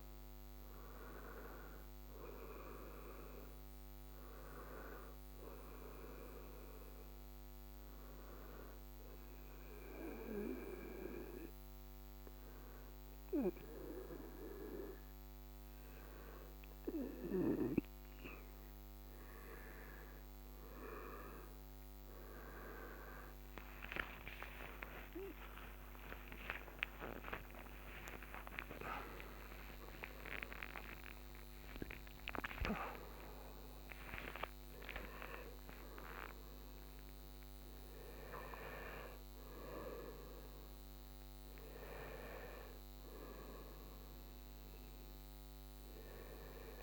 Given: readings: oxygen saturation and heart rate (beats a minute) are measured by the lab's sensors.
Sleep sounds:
a person partly awake in a sleep study, by a microphone on the trachea; 1
0.00-3.50 s: arousal
6.50-18.50 s: obstructive apnea (oxygen 94% before, 89% lowest, heart rate 82 before, 79 extreme, up 13 after)
23.50-42.50 s: oxygen desaturation (device-marked, oxygen 94% before, 89% lowest, heart rate 81 before, 76 extreme)
27.00-29.00 s: long interval between heartbeats (device-marked, heart rate 82 before, 102 extreme)
30.00-32.00 s: long interval between heartbeats (device-marked, heart rate 85 before, 117 extreme)
33.50-46.83 s: new sleep stage, awake
From the record:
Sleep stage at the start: N1 (lightest sleep); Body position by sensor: on the back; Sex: male

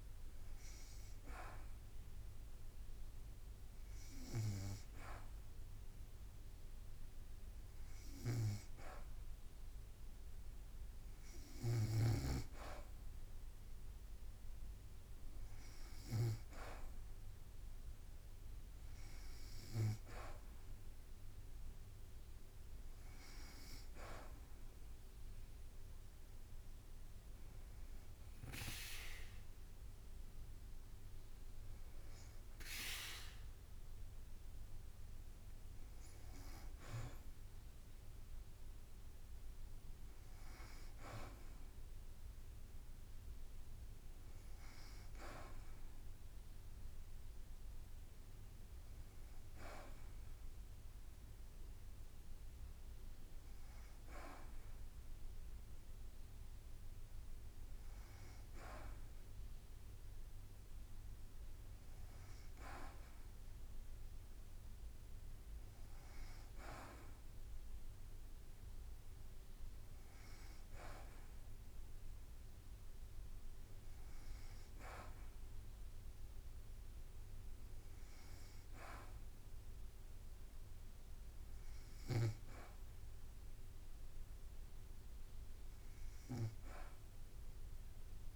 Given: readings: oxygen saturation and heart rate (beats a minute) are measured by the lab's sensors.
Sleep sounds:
breathing in sleep by a room microphone; none
8.00-12.00 s: snoring (device-marked)
From the record:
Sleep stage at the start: N2 (light sleep); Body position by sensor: on the back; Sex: female

